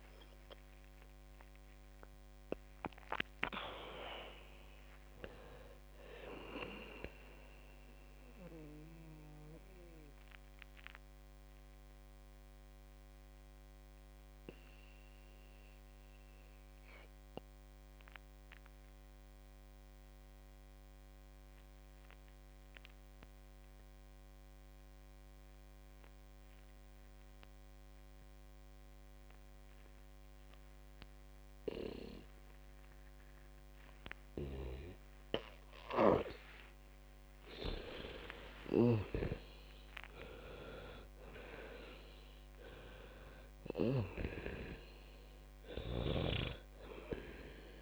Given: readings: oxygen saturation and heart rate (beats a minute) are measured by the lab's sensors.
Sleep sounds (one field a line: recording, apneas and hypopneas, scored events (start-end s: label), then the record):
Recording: breathing in sleep by a microphone on the trachea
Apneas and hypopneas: 1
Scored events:
0.00-2.00 s: arousal
0.00-25.00 s: oxygen desaturation (device-marked, oxygen 86% lowest, heart rate 50 extreme)
9.00-37.50 s: obstructive apnea (oxygen 99% before, 86% lowest, heart rate 76 before, 49 extreme, up 22 after)
38.50-43.50 s: arousal
39.50-45.00 s: snoring (device-marked)
41.00-47.82 s: oxygen desaturation (device-marked, oxygen 98% before, 91% lowest, heart rate 59 before, 49 extreme)
From the record:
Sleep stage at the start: N2 (light sleep)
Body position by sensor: on the back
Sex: female